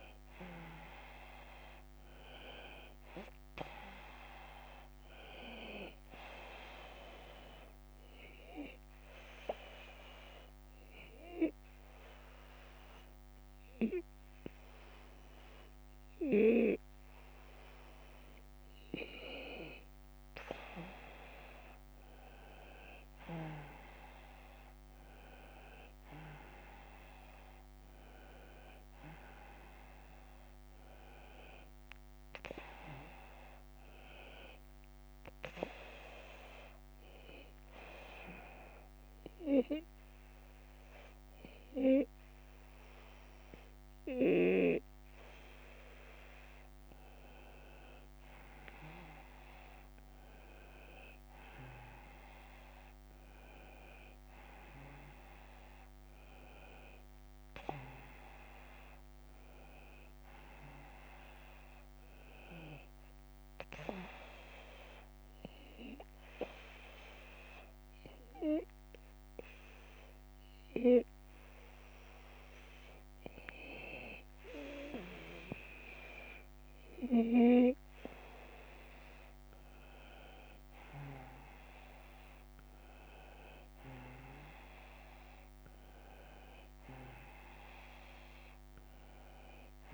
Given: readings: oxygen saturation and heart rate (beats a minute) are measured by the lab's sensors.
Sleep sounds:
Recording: breathing in sleep by a microphone on the trachea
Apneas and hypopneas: 3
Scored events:
0.00-1.50 s: arousal
0.00-17.50 s: oxygen desaturation (device-marked, oxygen 90% lowest)
8.50-19.50 s: obstructive apnea (oxygen 94% before, 90% lowest)
23.00-28.50 s: arousal
26.50-45.50 s: oxygen desaturation (device-marked, oxygen 94% before, 90% lowest)
34.50-47.00 s: hypopnea (oxygen 94% before, 90% lowest)
50.50-57.50 s: arousal
56.00-58.00 s: long interval between heartbeats (device-marked)
66.00-77.00 s: hypopnea (oxygen 94% before, 91% lowest)
80.00-86.00 s: arousal
From the record:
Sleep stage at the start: N2 (light sleep)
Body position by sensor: on the right side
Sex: male

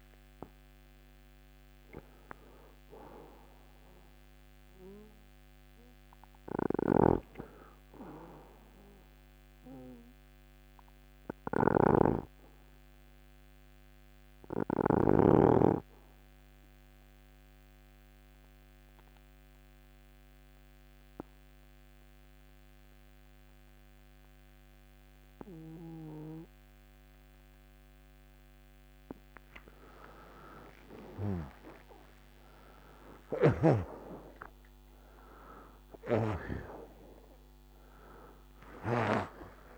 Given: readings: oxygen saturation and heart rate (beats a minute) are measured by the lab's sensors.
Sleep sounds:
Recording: breathing in sleep by a microphone on the trachea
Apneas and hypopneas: 1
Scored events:
0.00-1.00 s: oxygen desaturation (device-marked, oxygen 92% lowest)
4.50-9.00 s: arousal
12.00-29.00 s: obstructive apnea (oxygen 95% before, 90% lowest)
32.00-38.00 s: arousal
From the record:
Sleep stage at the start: N2 (light sleep)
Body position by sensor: on the back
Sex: male

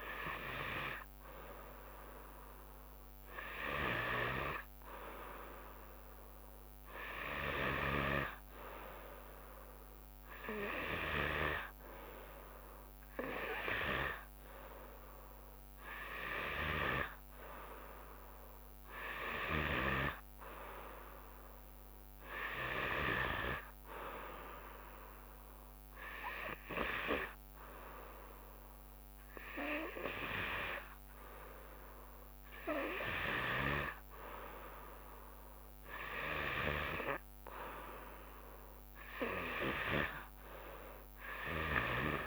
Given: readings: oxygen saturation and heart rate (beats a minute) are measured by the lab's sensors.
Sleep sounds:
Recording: breathing in sleep by a microphone on the trachea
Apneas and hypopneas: none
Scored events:
none scored
From the record:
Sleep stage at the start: N3 (deep sleep)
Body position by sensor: on the back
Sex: female

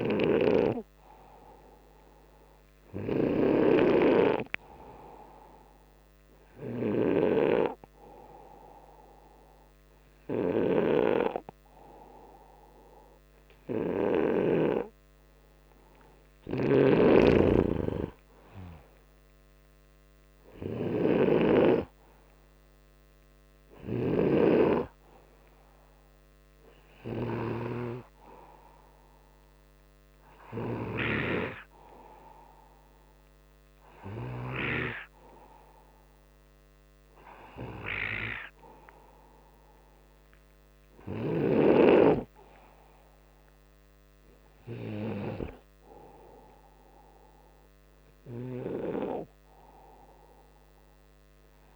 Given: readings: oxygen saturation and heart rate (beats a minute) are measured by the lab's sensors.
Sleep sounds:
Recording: breathing in sleep by a microphone on the trachea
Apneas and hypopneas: none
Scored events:
0.00-2.00 s: oxygen desaturation (device-marked, oxygen 91% lowest, heart rate 60 extreme)
0.00-14.50 s: snoring (device-marked)
15.00-28.00 s: oxygen desaturation (device-marked, oxygen 96% before, 92% lowest, heart rate 68 before, 59 extreme)
16.50-34.50 s: snoring (device-marked)
From the record:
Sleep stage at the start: N2 (light sleep)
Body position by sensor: upright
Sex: male

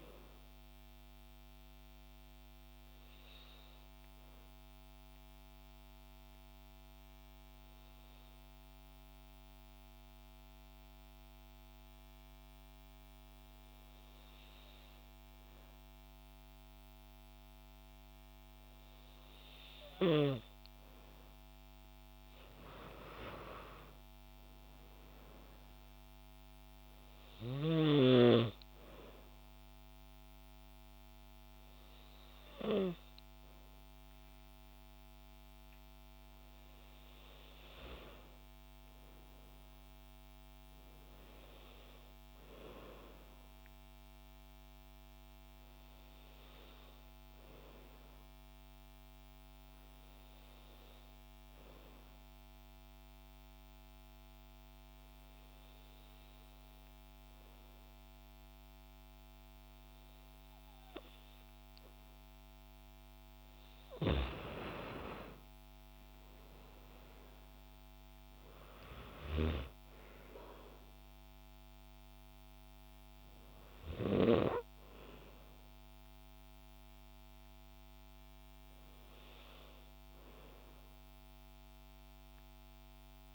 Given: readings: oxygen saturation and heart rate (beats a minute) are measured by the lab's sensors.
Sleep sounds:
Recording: breathing in sleep by a microphone on the trachea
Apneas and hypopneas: 2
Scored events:
0.00-15.50 s: oxygen desaturation (device-marked, oxygen 91% lowest, heart rate 49 extreme)
2.50-19.50 s: hypopnea (oxygen 97% before, 91% lowest, heart rate 68 before, 49 extreme, up 8 after)
22.00-26.00 s: arousal
32.50-48.50 s: oxygen desaturation (device-marked, oxygen 97% before, 92% lowest, heart rate 94 before, 57 extreme)
48.00-62.00 s: hypopnea (oxygen 97% before, 91% lowest, heart rate 103 before, 57 extreme, up 5 after)
64.50-68.50 s: arousal
65.50-83.35 s: oxygen desaturation (device-marked, oxygen 96% before, 91% lowest, heart rate 75 before, 66 extreme)
From the record:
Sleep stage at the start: N2 (light sleep)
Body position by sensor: on the back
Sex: female

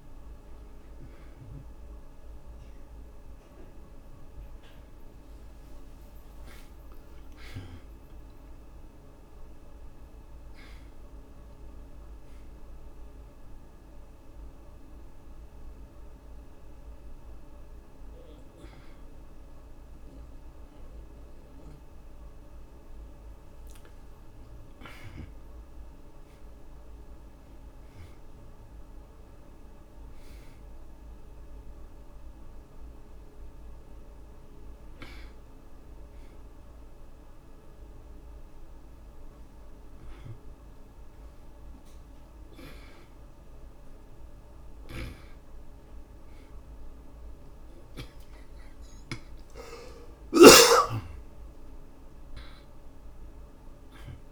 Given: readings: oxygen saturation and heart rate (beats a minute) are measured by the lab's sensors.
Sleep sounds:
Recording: breathing in sleep by a room microphone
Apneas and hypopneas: 1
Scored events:
0.00-10.50 s: oxygen desaturation (device-marked, oxygen 86% lowest, heart rate 56 extreme)
2.50-6.00 s: arousal
14.00-24.50 s: mixed apnea (oxygen 94% before, 78% lowest, heart rate 85 before, 58 extreme, up 21 after)
16.50-25.50 s: oxygen desaturation (device-marked, oxygen 91% before, 84% lowest, heart rate 83 before, 64 extreme)
26.00-30.50 s: arousal
30.50-42.50 s: oxygen desaturation (device-marked, oxygen 88% before, 78% lowest, heart rate 66 before, 59 extreme)
50.00-54.32 s: arousal
52.50-54.32 s: oxygen desaturation (device-marked, oxygen 91% before, 85% lowest, heart rate 76 before, 59 extreme)
From the record:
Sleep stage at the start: N2 (light sleep)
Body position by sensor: on the back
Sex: male

